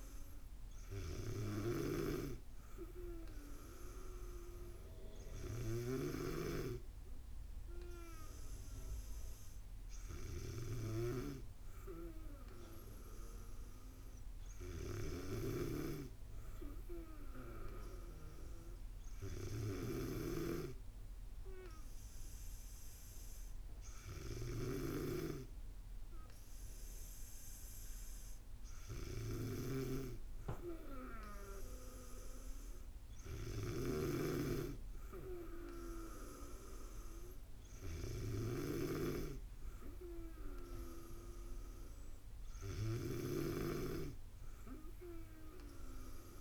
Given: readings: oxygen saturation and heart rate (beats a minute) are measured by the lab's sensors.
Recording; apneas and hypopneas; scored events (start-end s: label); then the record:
breathing in sleep by a room microphone; none
none scored
From the record:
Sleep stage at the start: N2 (light sleep); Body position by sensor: on the back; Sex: female